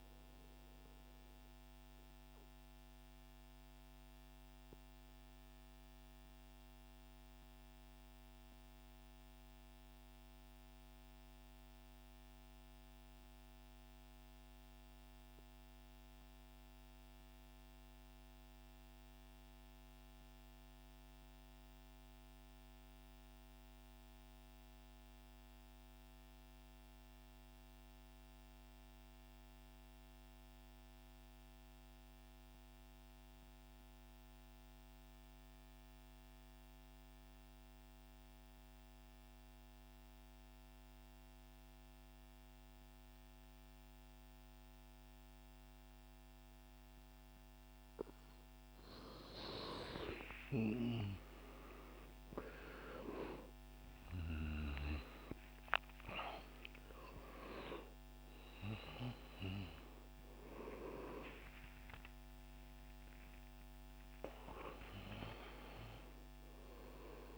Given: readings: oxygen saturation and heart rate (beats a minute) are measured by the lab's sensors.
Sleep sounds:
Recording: breathing in sleep by a microphone on the trachea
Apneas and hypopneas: 1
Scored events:
0.00-11.50 s: oxygen desaturation (device-marked, oxygen 90% lowest)
3.50-47.00 s: mixed apnea (oxygen 98% before, 85% lowest)
32.50-67.38 s: oxygen desaturation (device-marked, oxygen 98% before, 85% lowest)
49.50-55.00 s: arousal
From the record:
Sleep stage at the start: N2 (light sleep)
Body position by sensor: on the right side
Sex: male

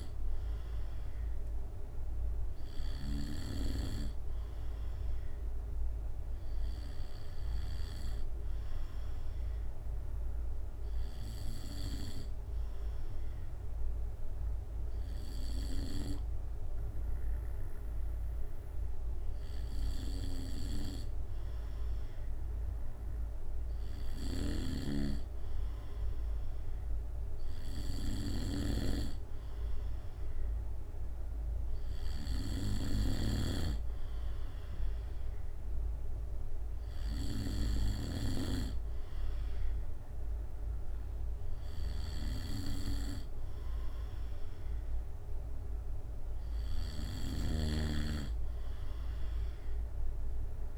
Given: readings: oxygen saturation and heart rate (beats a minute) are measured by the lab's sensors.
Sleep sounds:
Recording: breathing in sleep by a room microphone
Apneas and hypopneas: 1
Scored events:
10.00-24.50 s: obstructive apnea (oxygen 96% before, 95% lowest, heart rate 66 before, 63 extreme, up 11 after)
26.00-29.00 s: arousal
33.00-38.50 s: snoring (device-marked)
From the record:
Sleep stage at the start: N2 (light sleep)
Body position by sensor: on the back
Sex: male

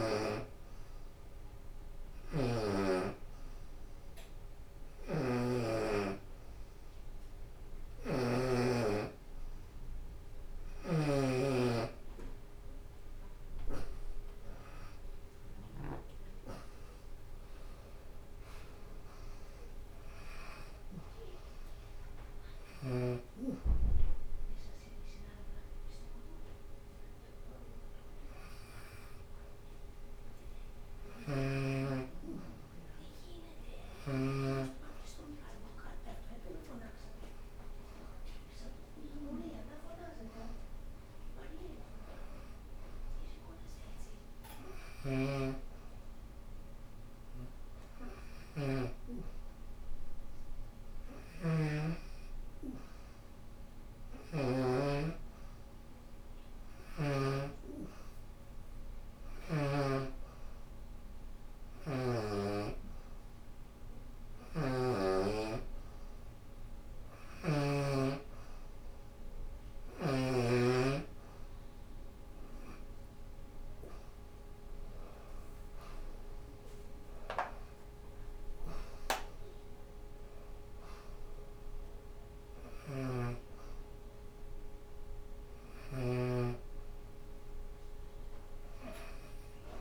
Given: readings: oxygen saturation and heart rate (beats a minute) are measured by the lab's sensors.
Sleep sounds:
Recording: breathing in sleep by a room microphone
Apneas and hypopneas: none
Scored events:
84.50-89.81 s: new sleep stage, N1 (lightest sleep)
From the record:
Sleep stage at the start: N2 (light sleep)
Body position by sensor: on the back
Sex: female

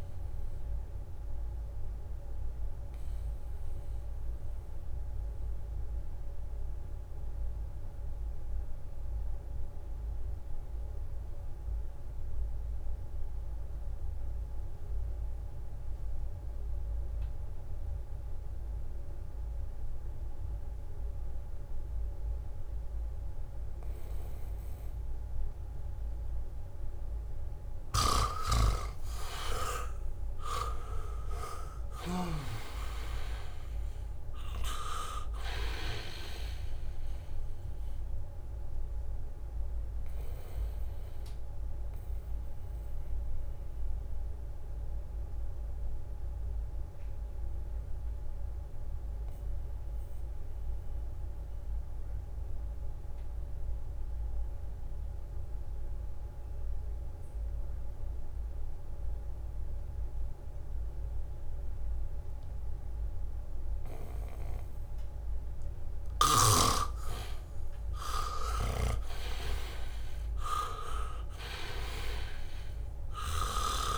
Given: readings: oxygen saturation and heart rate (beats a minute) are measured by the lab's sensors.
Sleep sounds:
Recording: breathing in sleep by a room microphone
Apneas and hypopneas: 2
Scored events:
0.00-4.00 s: leg movement (device-marked)
0.00-12.00 s: oxygen desaturation (device-marked, oxygen 79% lowest, heart rate 69 extreme)
1.50-27.50 s: mixed apnea (oxygen 99% before, 78% lowest, heart rate 76 before, 69 extreme, up 5 after)
22.50-23.50 s: leg movement (device-marked)
25.00-58.00 s: oxygen desaturation (device-marked, oxygen 99% before, 78% lowest, heart rate 77 before, 69 extreme)
26.00-34.50 s: leg movement (device-marked)
28.00-33.00 s: snoring (device-marked)
29.00-33.00 s: arousal
42.00-65.50 s: mixed apnea (oxygen 99% before, 78% lowest, heart rate 73 before, 69 extreme, up 6 after)
51.50-57.50 s: leg movement (device-marked)
68.00-71.00 s: arousal
69.00-73.98 s: oxygen desaturation (device-marked, oxygen 99% before, 79% lowest, heart rate 73 before, 70 extreme)
From the record:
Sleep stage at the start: N2 (light sleep)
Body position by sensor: on the back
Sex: male

